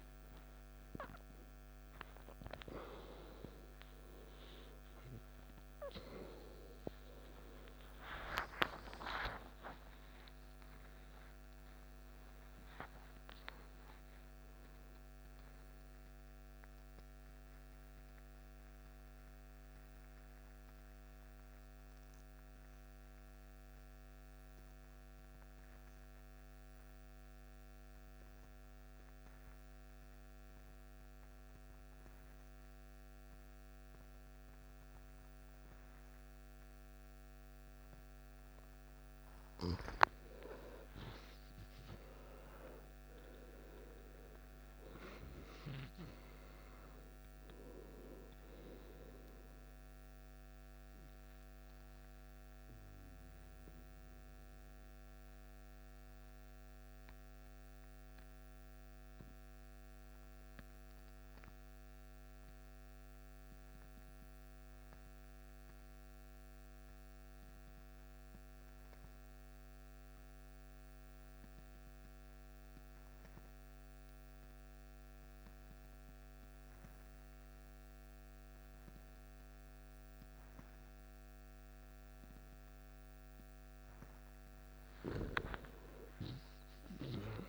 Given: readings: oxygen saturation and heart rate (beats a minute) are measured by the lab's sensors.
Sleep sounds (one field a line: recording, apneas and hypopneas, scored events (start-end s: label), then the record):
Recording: breathing in sleep by a microphone on the trachea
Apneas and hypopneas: 2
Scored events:
0.00-25.50 s: oxygen desaturation (device-marked, oxygen 88% lowest, heart rate 55 extreme)
19.50-39.50 s: mixed apnea (oxygen 95% before, 88% lowest, heart rate 79 before, 55 extreme, up 13 after)
25.50-87.49 s: new sleep stage, N2 (light sleep)
41.00-46.50 s: arousal
41.50-71.50 s: oxygen desaturation (device-marked, oxygen 99% before, 90% lowest, heart rate 58 before, 55 extreme)
54.50-83.00 s: hypopnea (oxygen 100% before, 88% lowest, heart rate 62 before, 55 extreme, up 12 after)
78.50-87.49 s: oxygen desaturation (device-marked, oxygen 98% before, 88% lowest, heart rate 55 before, 55 extreme)
85.50-87.49 s: arousal
From the record:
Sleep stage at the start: N1 (lightest sleep)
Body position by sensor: on the left side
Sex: male